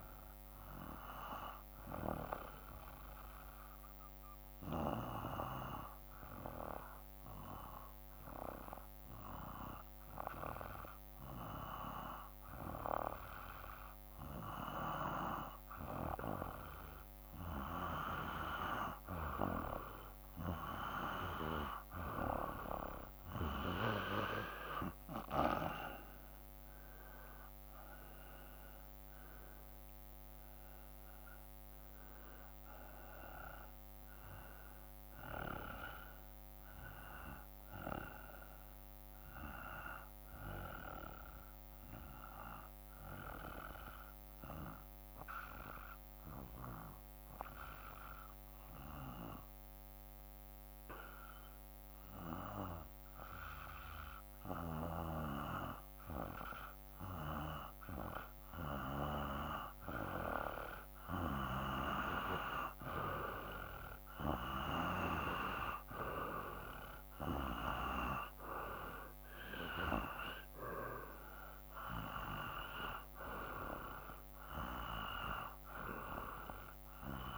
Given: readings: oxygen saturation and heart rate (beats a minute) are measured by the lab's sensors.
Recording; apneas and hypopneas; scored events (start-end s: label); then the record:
breathing in sleep by a microphone on the trachea; 2
4.00-16.50 s: hypopnea (oxygen 94% before, 90% lowest, heart rate 56 before, 54 extreme, up 4 after)
21.50-38.50 s: oxygen desaturation (device-marked, oxygen 95% before, 91% lowest, heart rate 55 before, 53 extreme)
24.50-29.50 s: arousal
44.50-59.00 s: hypopnea (oxygen 94% before, 90% lowest, heart rate 57 before, 53 extreme, up 4 after)
61.50-77.38 s: oxygen desaturation (device-marked, oxygen 96% before, 90% lowest, heart rate 54 before, 55 extreme)
62.00-67.00 s: arousal
From the record:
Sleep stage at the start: N2 (light sleep); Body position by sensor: on the back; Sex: male